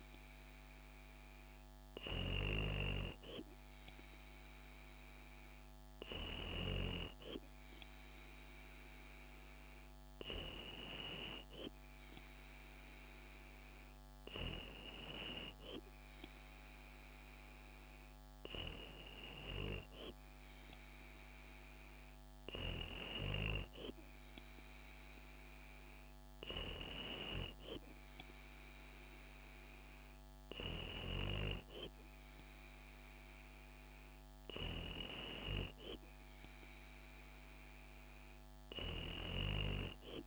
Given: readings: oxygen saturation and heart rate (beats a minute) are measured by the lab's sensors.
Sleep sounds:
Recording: breathing in sleep by a microphone on the trachea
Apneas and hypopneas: none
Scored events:
none scored
From the record:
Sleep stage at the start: N2 (light sleep)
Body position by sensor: on the back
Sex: female

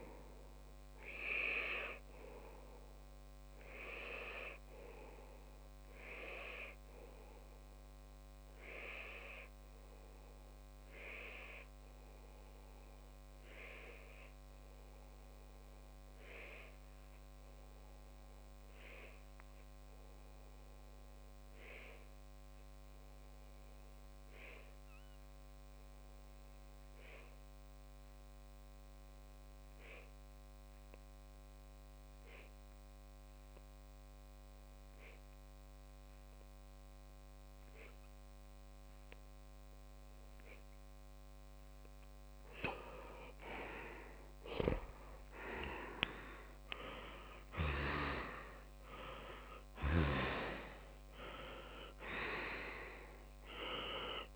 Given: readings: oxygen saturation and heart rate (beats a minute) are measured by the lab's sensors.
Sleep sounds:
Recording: breathing in sleep by a microphone on the trachea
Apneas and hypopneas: 1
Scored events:
4.50-41.50 s: obstructive apnea (oxygen 97% before, 93% lowest)
31.50-54.36 s: oxygen desaturation (device-marked, oxygen 99% before, 93% lowest)
44.00-48.00 s: arousal
From the record:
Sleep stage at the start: N2 (light sleep)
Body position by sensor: on the left side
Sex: male

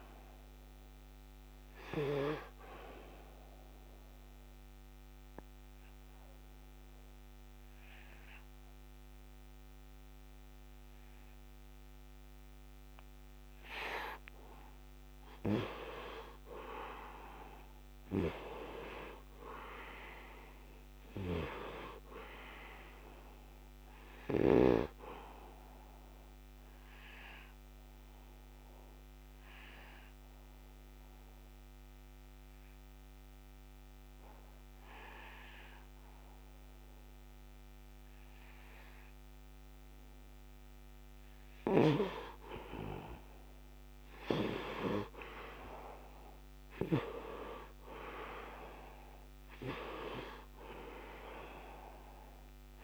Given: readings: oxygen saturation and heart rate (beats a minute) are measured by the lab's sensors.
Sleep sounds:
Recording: breathing in sleep by a microphone on the trachea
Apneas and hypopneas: 2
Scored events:
0.00-7.00 s: oxygen desaturation (device-marked, oxygen 85% lowest, heart rate 75 extreme)
3.00-13.50 s: obstructive apnea (oxygen 96% before, 86% lowest, heart rate 80 before, 75 extreme, up 12 after)
14.50-20.00 s: arousal
19.00-36.00 s: oxygen desaturation (device-marked, oxygen 100% before, 88% lowest, heart rate 83 before, 75 extreme)
27.00-42.50 s: obstructive apnea (oxygen 100% before, 88% lowest, heart rate 84 before, 75 extreme, up 26 after)
43.00-52.84 s: oxygen desaturation (device-marked, oxygen 99% before, 89% lowest, heart rate 79 before, 75 extreme)
46.00-52.00 s: arousal
From the record:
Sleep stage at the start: N2 (light sleep)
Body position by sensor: on the right side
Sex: male

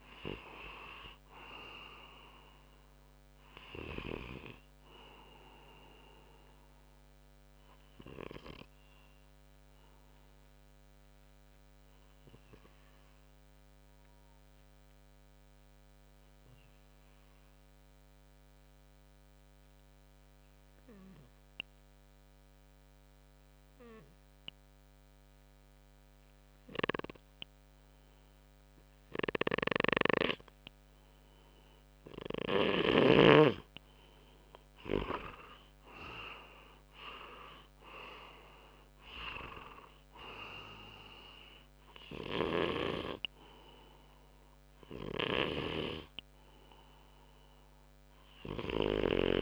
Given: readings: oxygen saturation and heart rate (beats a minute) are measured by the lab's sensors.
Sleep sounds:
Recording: breathing in sleep by a microphone on the trachea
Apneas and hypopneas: 1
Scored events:
9.00-31.00 s: obstructive apnea (oxygen 96% before, 93% lowest, heart rate 68 before, 59 extreme, up 8 after)
28.50-32.50 s: snoring (device-marked)
32.50-49.42 s: oxygen desaturation (device-marked, oxygen 98% before, 93% lowest, heart rate 61 before, 64 extreme)
35.00-39.00 s: arousal
44.50-48.50 s: snoring (device-marked)
From the record:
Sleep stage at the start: N2 (light sleep)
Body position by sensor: on the front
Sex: male

